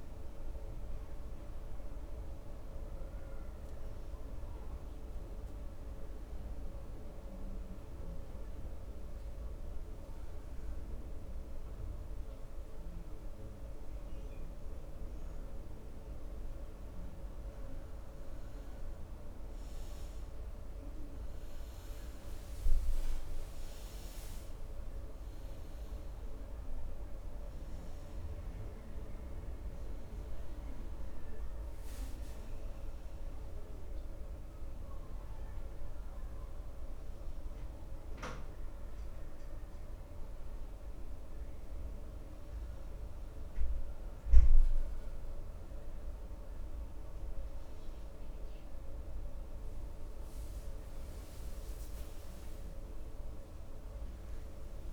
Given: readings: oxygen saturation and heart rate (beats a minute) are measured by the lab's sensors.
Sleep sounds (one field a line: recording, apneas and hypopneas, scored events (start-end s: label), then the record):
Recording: breathing in sleep, hard to hear, by a room microphone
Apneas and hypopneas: 1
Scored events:
10.50-20.50 s: hypopnea (oxygen 99% before, 91% lowest, heart rate 71 before, 67 extreme, up 5 after)
23.00-27.50 s: arousal
23.00-38.00 s: oxygen desaturation (device-marked, oxygen 98% before, 94% lowest, heart rate 68 before, 67 extreme)
45.00-54.93 s: oxygen desaturation (device-marked, oxygen 95% before, 91% lowest, heart rate 68 before, 66 extreme)
53.00-54.93 s: new sleep stage, N2 (light sleep)
From the record:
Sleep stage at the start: N1 (lightest sleep)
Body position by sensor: on the right side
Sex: male